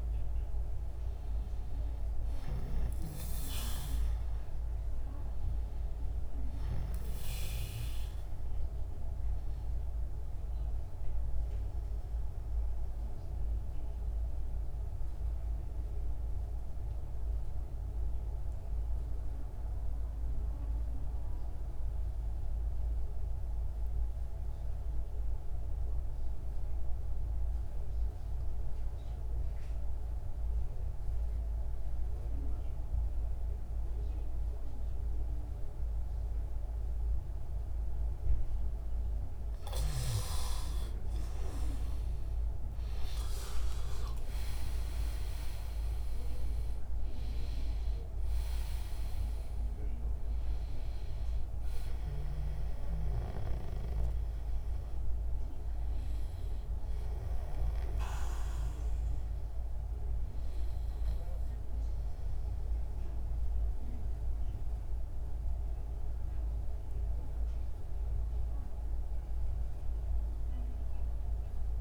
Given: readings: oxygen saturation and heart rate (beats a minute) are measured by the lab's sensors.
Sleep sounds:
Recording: breathing in sleep by a room microphone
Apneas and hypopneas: 1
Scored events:
0.00-18.00 s: oxygen desaturation (device-marked, oxygen 91% lowest)
10.00-39.50 s: obstructive apnea (oxygen 99% before, 89% lowest)
39.00-69.00 s: oxygen desaturation (device-marked, oxygen 98% before, 89% lowest)
41.50-45.00 s: arousal
54.00-71.81 s: new sleep stage, REM sleep
From the record:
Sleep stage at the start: N2 (light sleep)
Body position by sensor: on the back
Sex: male

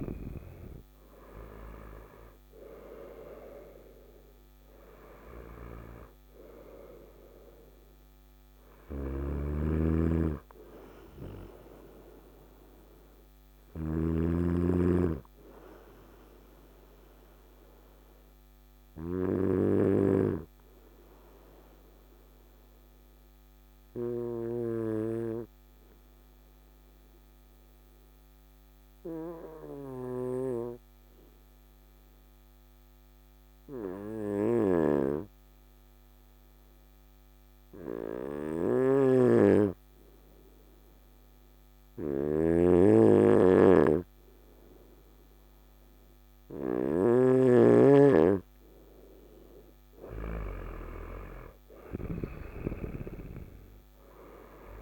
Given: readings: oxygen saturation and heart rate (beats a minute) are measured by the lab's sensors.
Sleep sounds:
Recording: breathing in sleep by a microphone on the trachea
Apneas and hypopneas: 1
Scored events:
0.00-2.00 s: arousal
0.00-12.50 s: oxygen desaturation (device-marked, oxygen 93% lowest, heart rate 55 extreme)
8.00-13.50 s: snoring (device-marked)
15.00-47.50 s: obstructive apnea (oxygen 97% before, 92% lowest, heart rate 63 before, 55 extreme, up 13 after)
40.50-54.82 s: oxygen desaturation (device-marked, oxygen 99% before, 92% lowest, heart rate 56 before, 55 extreme)
41.50-50.50 s: snoring (device-marked)
49.50-54.00 s: arousal
From the record:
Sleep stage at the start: N2 (light sleep)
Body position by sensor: on the right side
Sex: male

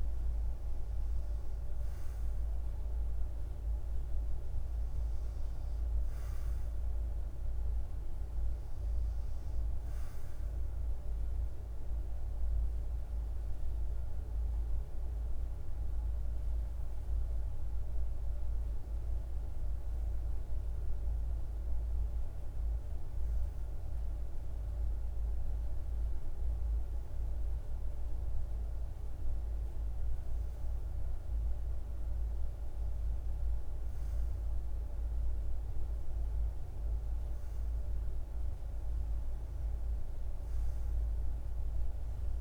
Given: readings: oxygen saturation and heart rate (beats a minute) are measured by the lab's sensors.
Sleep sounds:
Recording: breathing in sleep, hard to hear, by a room microphone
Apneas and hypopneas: none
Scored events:
none scored
From the record:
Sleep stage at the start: REM sleep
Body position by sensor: on the back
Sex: male

